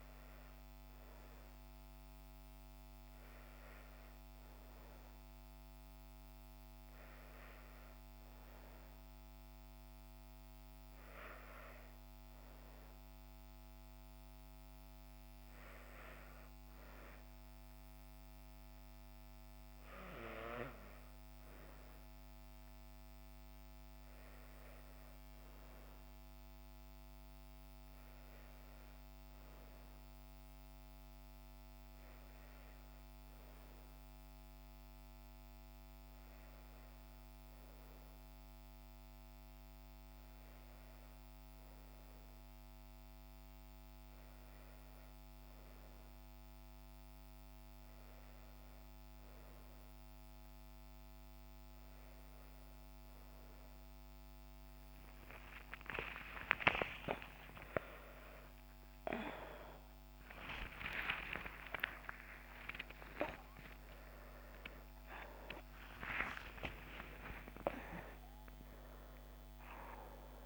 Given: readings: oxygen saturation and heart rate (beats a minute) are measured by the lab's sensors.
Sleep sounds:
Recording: a person partly awake in a sleep study, by a microphone on the trachea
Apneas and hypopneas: none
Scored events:
49.50-70.46 s: new sleep stage, awake
From the record:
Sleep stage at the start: N2 (light sleep)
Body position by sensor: on the back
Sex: female

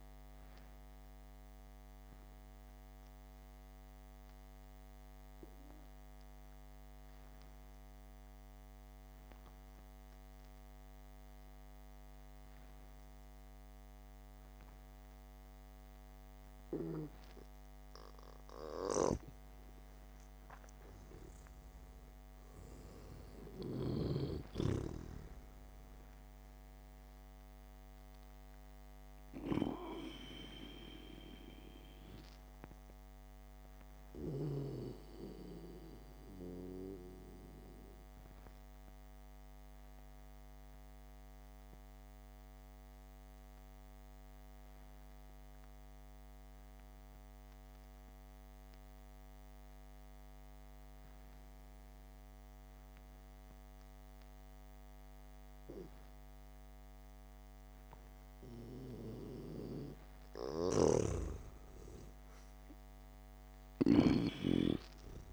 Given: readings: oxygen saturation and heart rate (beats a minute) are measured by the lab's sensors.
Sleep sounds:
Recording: breathing in sleep by a microphone on the trachea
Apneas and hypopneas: 2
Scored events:
0.00-2.00 s: oxygen desaturation (device-marked, oxygen 93% lowest, heart rate 62 extreme)
1.00-19.50 s: obstructive apnea (oxygen 97% before, 92% lowest, heart rate 67 before, 56 extreme, up 7 after)
4.00-14.00 s: oxygen desaturation (device-marked, oxygen 95% before, 92% lowest, heart rate 67 before, 56 extreme)
19.50-25.00 s: snoring (device-marked)
21.50-26.00 s: arousal
23.50-25.50 s: long interval between heartbeats (device-marked, heart rate 66 before, 69 extreme)
38.50-58.00 s: obstructive apnea (oxygen 98% before, 91% lowest, heart rate 63 before, 60 extreme, up 1 after)
44.00-53.00 s: oxygen desaturation (device-marked, oxygen 95% before, 92% lowest, heart rate 64 before, 60 extreme)
61.00-65.00 s: arousal
61.50-65.33 s: snoring (device-marked)
62.00-65.33 s: oxygen desaturation (device-marked, oxygen 99% before, 93% lowest, heart rate 65 before, 57 extreme)
From the record:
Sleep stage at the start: N2 (light sleep)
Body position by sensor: on the back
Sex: male

